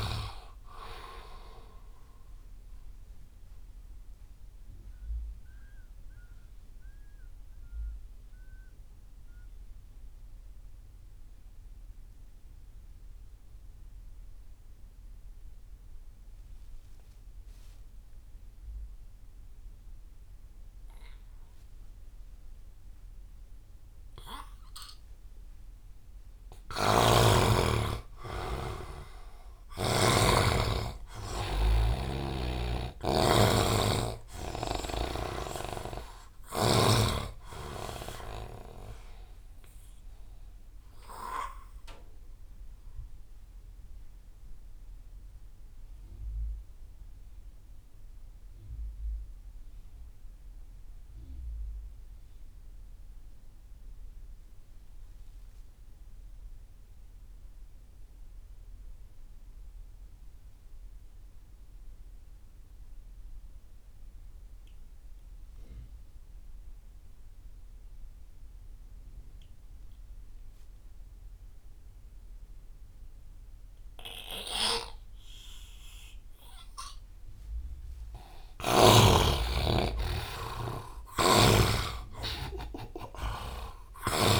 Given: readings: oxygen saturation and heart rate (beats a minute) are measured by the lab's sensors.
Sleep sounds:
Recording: breathing in sleep by a room microphone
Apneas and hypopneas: 2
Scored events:
0.00-21.50 s: oxygen desaturation (device-marked, oxygen 66% lowest)
2.00-26.50 s: mixed apnea (oxygen 94% before, 66% lowest)
26.50-30.00 s: snoring (device-marked)
27.50-57.50 s: oxygen desaturation (device-marked, oxygen 99% before, 83% lowest)
28.00-32.00 s: arousal
42.50-77.00 s: mixed apnea (oxygen 99% before, 75% lowest)
68.50-84.40 s: oxygen desaturation (device-marked, oxygen 99% before, 75% lowest)
78.50-83.00 s: arousal
81.00-84.40 s: snoring (device-marked)
From the record:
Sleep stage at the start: N2 (light sleep)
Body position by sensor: on the right side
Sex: male

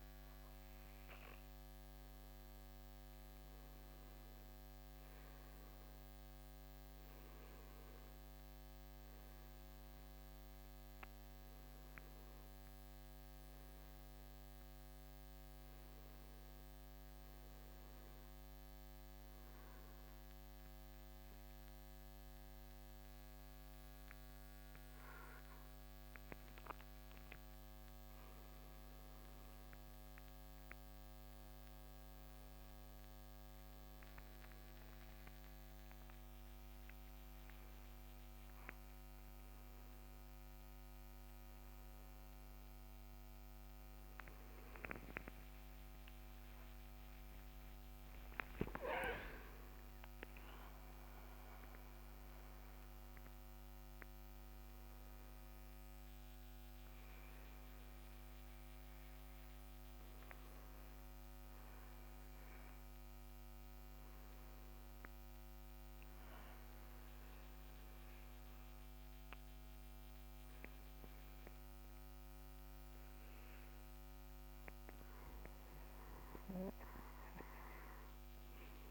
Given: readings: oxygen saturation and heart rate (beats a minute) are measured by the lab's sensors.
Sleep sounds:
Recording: a person partly awake in a sleep study, hard to hear, by a microphone on the trachea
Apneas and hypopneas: none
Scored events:
0.00-1.00 s: arousal
34.00-64.00 s: new sleep stage, awake
64.00-78.91 s: new sleep stage, N2 (light sleep)
From the record:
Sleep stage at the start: N2 (light sleep)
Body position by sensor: on the right side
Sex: male

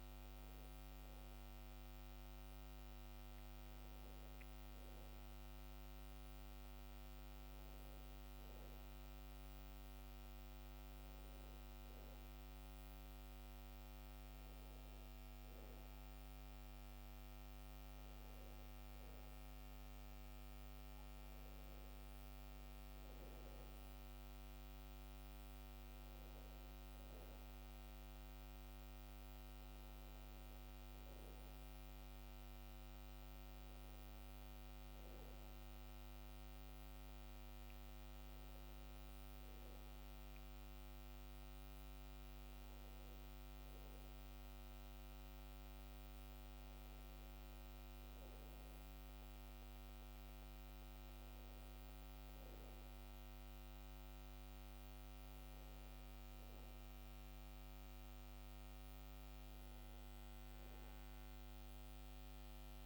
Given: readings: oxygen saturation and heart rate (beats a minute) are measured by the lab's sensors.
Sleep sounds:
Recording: a person awake in a sleep study, hard to hear, by a microphone on the trachea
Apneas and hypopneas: none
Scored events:
none scored
From the record:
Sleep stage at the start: awake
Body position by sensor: on the back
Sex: male

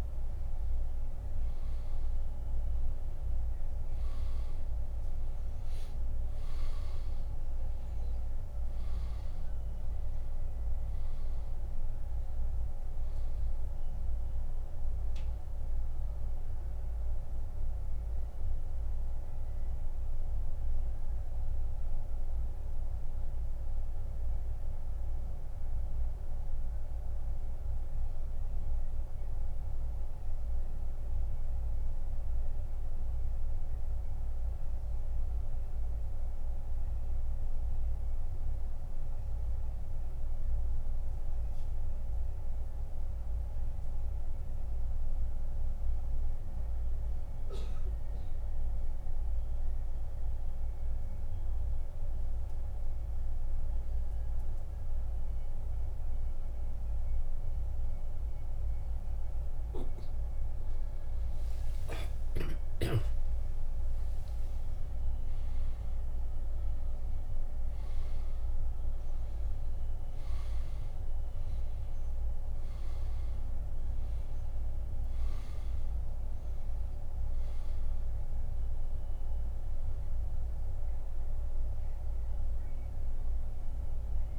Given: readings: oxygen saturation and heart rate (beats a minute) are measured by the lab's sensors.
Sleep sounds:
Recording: breathing in sleep, hard to hear, by a room microphone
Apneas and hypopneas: 1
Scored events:
4.50-51.50 s: oxygen desaturation (device-marked, oxygen 97% before, 86% lowest, heart rate 91 before, 66 extreme)
24.00-58.50 s: central apnea (oxygen 97% before, 86% lowest, heart rate 90 before, 66 extreme, up 36 after)
63.00-67.50 s: arousal
72.50-84.39 s: oxygen desaturation (device-marked, oxygen 97% before, 86% lowest, heart rate 90 before, 74 extreme)
From the record:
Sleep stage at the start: N2 (light sleep)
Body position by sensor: on the back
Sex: male

